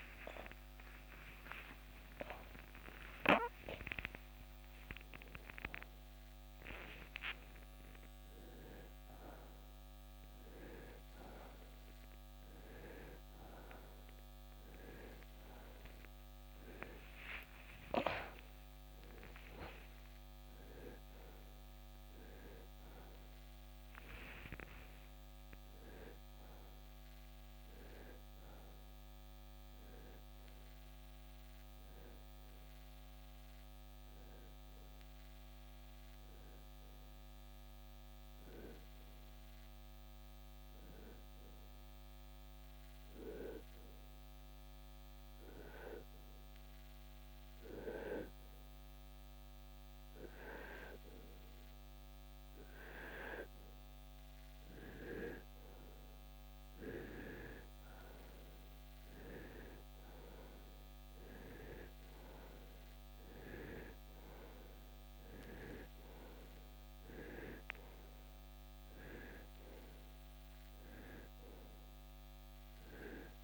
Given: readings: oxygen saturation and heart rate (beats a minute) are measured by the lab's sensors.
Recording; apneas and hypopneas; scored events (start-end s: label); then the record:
a person awake in a sleep study, by a microphone on the trachea; 1
0.00-15.50 s: oxygen desaturation (device-marked, oxygen 86% lowest, heart rate 64 extreme)
29.50-39.50 s: oxygen desaturation (device-marked, oxygen 97% before, 92% lowest, heart rate 99 before, 67 extreme)
38.50-68.50 s: new sleep stage, N1 (lightest sleep)
40.00-54.50 s: hypopnea (oxygen 97% before, 87% lowest, heart rate 91 before, 67 extreme, up 2 after)
56.50-61.00 s: arousal
60.50-73.44 s: oxygen desaturation (device-marked, oxygen 94% before, 87% lowest, heart rate 75 before, 60 extreme)
68.50-73.44 s: new sleep stage, N2 (light sleep)
From the record:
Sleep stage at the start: awake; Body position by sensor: on the right side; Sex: male